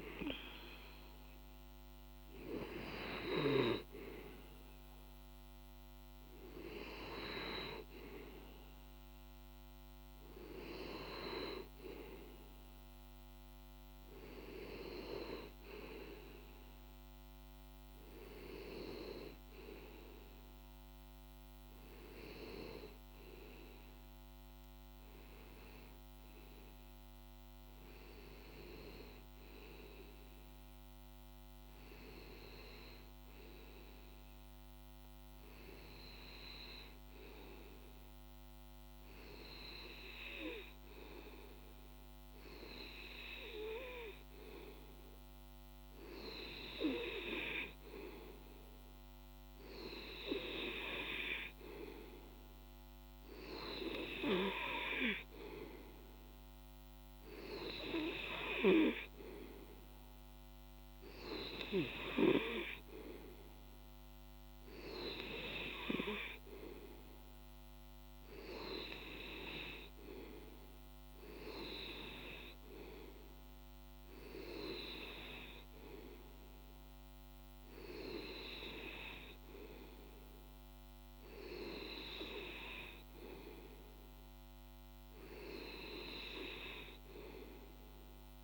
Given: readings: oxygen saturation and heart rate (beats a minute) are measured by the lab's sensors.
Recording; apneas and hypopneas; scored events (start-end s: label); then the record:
breathing in sleep by a microphone on the trachea; none
none scored
From the record:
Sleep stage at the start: N2 (light sleep); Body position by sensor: on the back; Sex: male